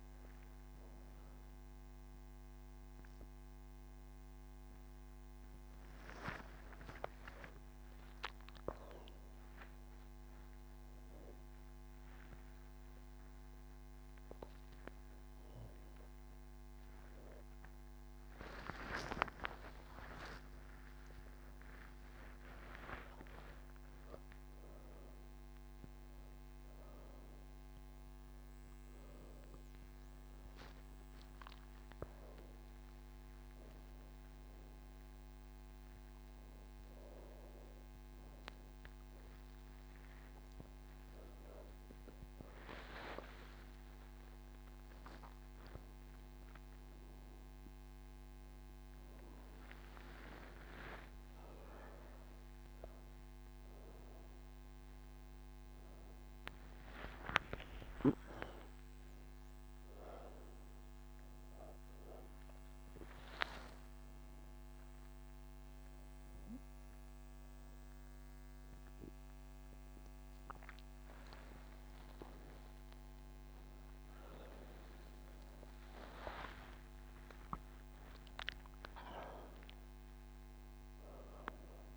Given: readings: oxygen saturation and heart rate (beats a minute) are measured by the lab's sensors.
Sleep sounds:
breathing in sleep by a microphone on the trachea; none
none scored
From the record:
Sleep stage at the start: N2 (light sleep); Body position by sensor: on the back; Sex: female

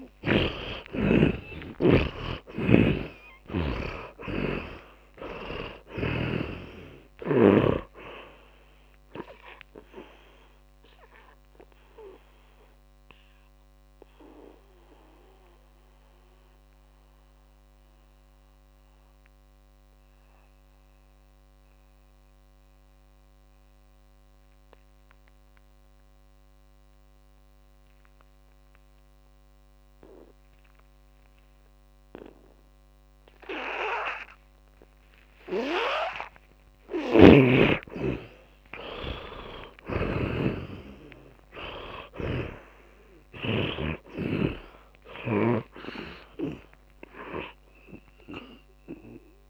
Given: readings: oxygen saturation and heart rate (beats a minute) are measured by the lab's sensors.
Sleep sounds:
breathing in sleep by a microphone on the trachea; 1
0.00-49.50 s: tachycardia (device-marked, heart rate 213 extreme)
1.00-29.00 s: oxygen desaturation (device-marked, oxygen 98% before, 77% lowest, heart rate 187 before, 135 extreme)
1.50-8.00 s: arousal
13.50-34.00 s: mixed apnea (oxygen 100% before, 77% lowest, heart rate 178 before, 135 extreme)
35.50-40.00 s: arousal
37.00-44.00 s: snoring (device-marked)
39.00-49.50 s: oxygen desaturation (device-marked, oxygen 100% before, 80% lowest, heart rate 193 before, 135 extreme)
From the record:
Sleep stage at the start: N2 (light sleep); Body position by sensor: on the back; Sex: male

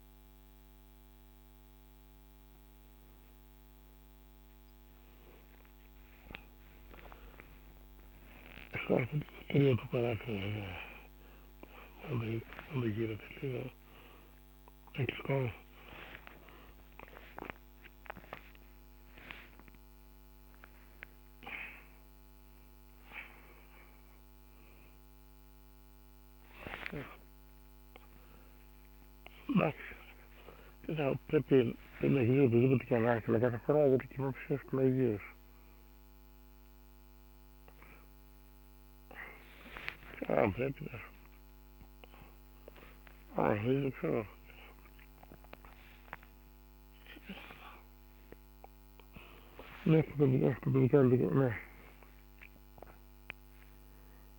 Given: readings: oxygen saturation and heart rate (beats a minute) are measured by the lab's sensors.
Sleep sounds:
a person awake in a sleep study, by a microphone on the trachea; none
8.50-15.00 s: snoring (device-marked)
15.50-19.50 s: tachycardia (device-marked, heart rate 70 before, 105 extreme)
31.00-34.50 s: snoring (device-marked)
49.00-54.39 s: snoring (device-marked)
From the record:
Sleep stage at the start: awake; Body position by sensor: on the back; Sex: male

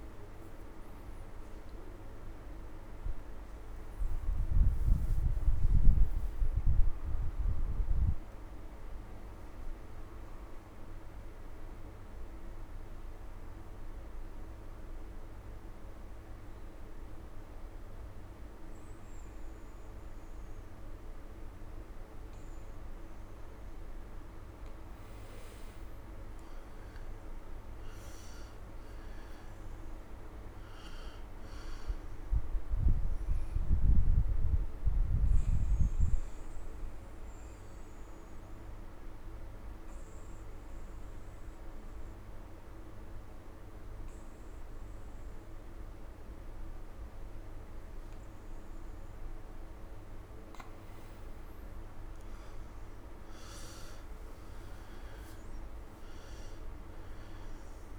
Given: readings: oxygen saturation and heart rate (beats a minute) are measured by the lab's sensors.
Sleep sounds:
breathing in sleep, hard to hear, by a room microphone; 2
8.50-57.99 s: new sleep stage, N2 (light sleep)
12.00-24.50 s: obstructive apnea (oxygen 98% before, 88% lowest, heart rate 85 before, 40 extreme)
26.50-29.50 s: arousal
27.50-43.50 s: oxygen desaturation (device-marked, oxygen 96% before, 88% lowest)
32.50-48.50 s: obstructive apnea (oxygen 98% before, 88% lowest)
51.00-54.50 s: arousal
54.50-57.99 s: oxygen desaturation (device-marked, oxygen 96% before, 89% lowest)
From the record:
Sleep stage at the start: N1 (lightest sleep); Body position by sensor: on the back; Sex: male

